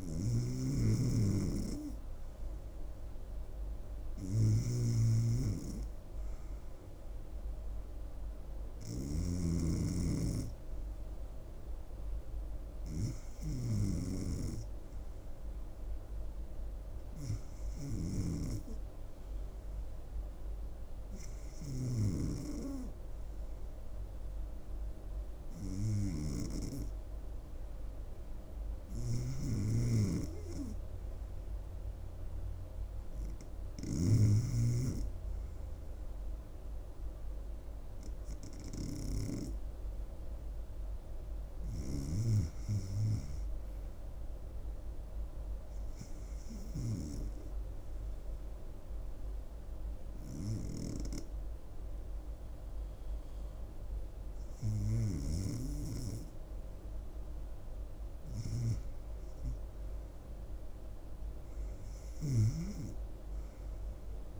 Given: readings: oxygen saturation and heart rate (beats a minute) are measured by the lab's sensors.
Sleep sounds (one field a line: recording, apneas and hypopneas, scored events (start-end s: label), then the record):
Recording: breathing in sleep by a room microphone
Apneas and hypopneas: none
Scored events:
0.00-9.50 s: snoring (device-marked)
From the record:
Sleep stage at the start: REM sleep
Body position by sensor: on the back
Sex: female